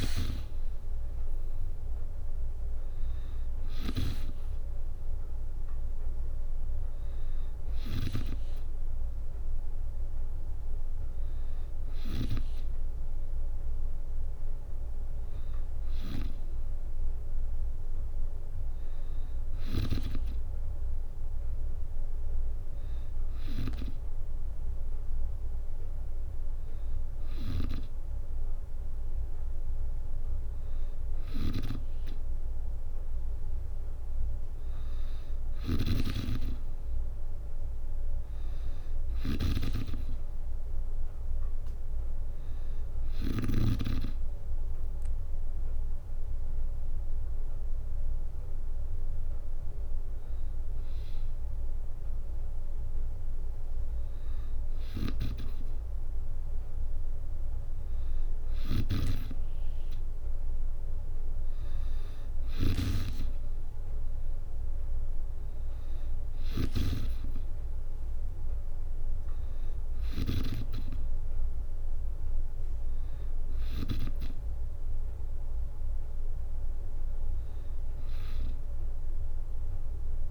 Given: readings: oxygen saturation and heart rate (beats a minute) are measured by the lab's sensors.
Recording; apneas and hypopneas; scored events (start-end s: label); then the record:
breathing in sleep by a room microphone; 1
0.00-7.50 s: snoring (device-marked)
0.50-14.50 s: oxygen desaturation (device-marked, oxygen 97% before, 91% lowest, heart rate 64 before, 64 extreme)
30.50-43.00 s: snoring (device-marked)
41.50-80.31 s: new sleep stage, N2 (light sleep)
43.50-54.50 s: hypopnea (oxygen 97% before, 93% lowest, heart rate 66 before, 64 extreme, up 2 after)
57.00-60.50 s: arousal
58.00-73.50 s: snoring (device-marked)
62.50-74.50 s: oxygen desaturation (device-marked, oxygen 96% before, 93% lowest, heart rate 66 before, 64 extreme)
From the record:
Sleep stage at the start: N3 (deep sleep); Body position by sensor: on the back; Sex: female